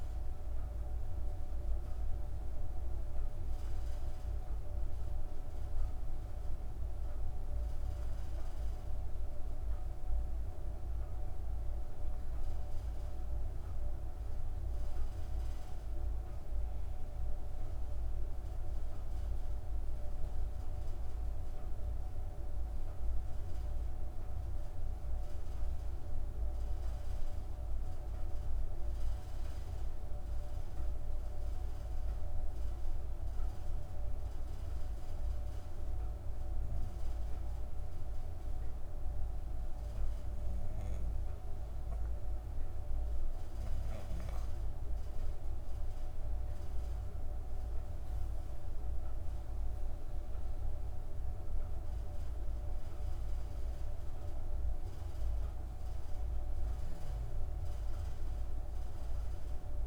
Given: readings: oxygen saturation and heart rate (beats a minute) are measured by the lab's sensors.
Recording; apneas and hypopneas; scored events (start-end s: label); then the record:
breathing in sleep, hard to hear, by a room microphone; 1
20.50-42.50 s: hypopnea (oxygen 97% before, 94% lowest, heart rate 66 before, 47 extreme, up 9 after)
44.50-49.00 s: arousal
From the record:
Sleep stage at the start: N1 (lightest sleep); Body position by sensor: on the back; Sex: female